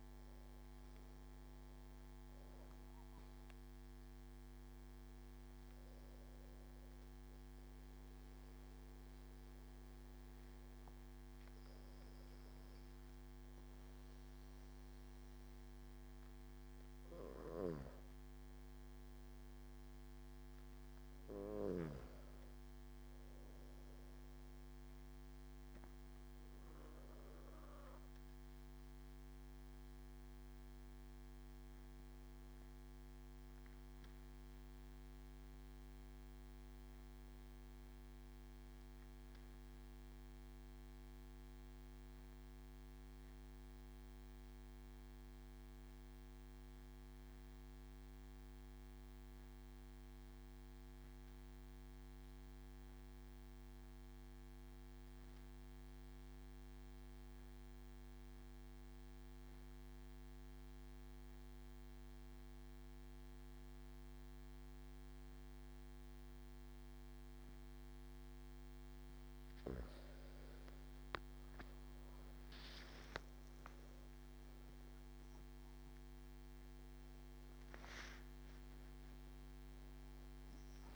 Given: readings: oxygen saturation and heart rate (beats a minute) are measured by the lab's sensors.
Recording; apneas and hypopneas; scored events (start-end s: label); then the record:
breathing in sleep, hard to hear, by a microphone on the trachea; 1
0.00-22.50 s: oxygen desaturation (device-marked, oxygen 88% lowest)
25.00-68.00 s: obstructive apnea (oxygen 99% before, 86% lowest)
44.50-80.96 s: oxygen desaturation (device-marked, oxygen 98% before, 86% lowest)
70.00-74.50 s: arousal
From the record:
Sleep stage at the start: N1 (lightest sleep); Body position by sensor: on the back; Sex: male